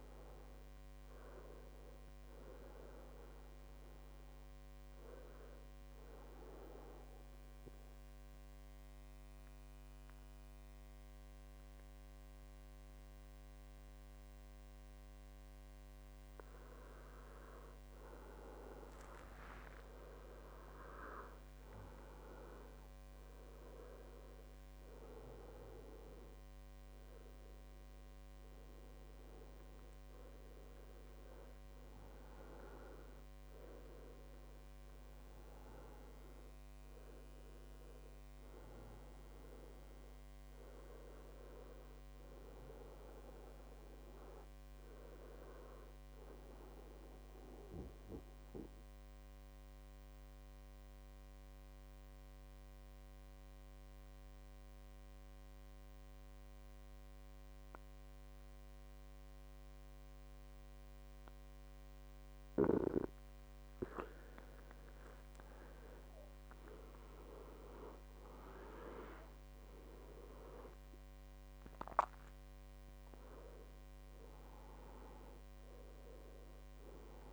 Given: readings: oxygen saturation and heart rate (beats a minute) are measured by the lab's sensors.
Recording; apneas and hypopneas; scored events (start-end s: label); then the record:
breathing in sleep by a microphone on the trachea; 2
0.00-16.00 s: oxygen desaturation (device-marked, oxygen 94% lowest, heart rate 64 extreme)
7.50-19.50 s: obstructive apnea (oxygen 98% before, 94% lowest, heart rate 75 before, 64 extreme, up 11 after)
20.50-24.00 s: arousal
32.50-34.50 s: long interval between heartbeats (device-marked, heart rate 69 before, 78 extreme)
39.00-54.00 s: oxygen desaturation (device-marked, oxygen 98% before, 95% lowest, heart rate 75 before, 62 extreme)
46.50-63.00 s: obstructive apnea (oxygen 99% before, 94% lowest, heart rate 76 before, 62 extreme, up 15 after)
66.50-72.00 s: arousal
70.00-77.33 s: oxygen desaturation (device-marked, oxygen 98% before, 94% lowest, heart rate 66 before, 62 extreme)
From the record:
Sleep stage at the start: N2 (light sleep); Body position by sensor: on the back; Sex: male